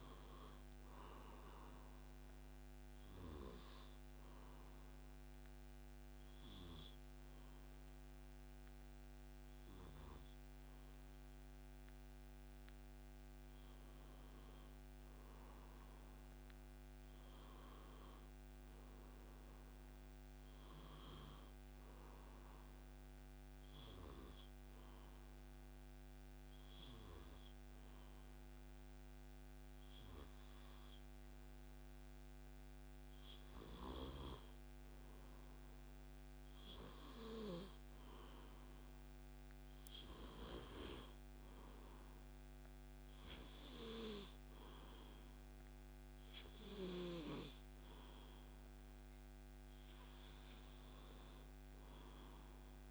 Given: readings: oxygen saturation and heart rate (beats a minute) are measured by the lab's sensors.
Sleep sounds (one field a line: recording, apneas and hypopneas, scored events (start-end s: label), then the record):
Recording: breathing in sleep by a microphone on the trachea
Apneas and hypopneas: 2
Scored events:
3.00-14.00 s: obstructive apnea (oxygen 99% before, 94% lowest)
15.50-19.00 s: arousal
23.50-33.50 s: obstructive apnea (oxygen 99% before, 90% lowest)
35.00-39.00 s: arousal
From the record:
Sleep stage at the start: N2 (light sleep)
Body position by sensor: on the back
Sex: male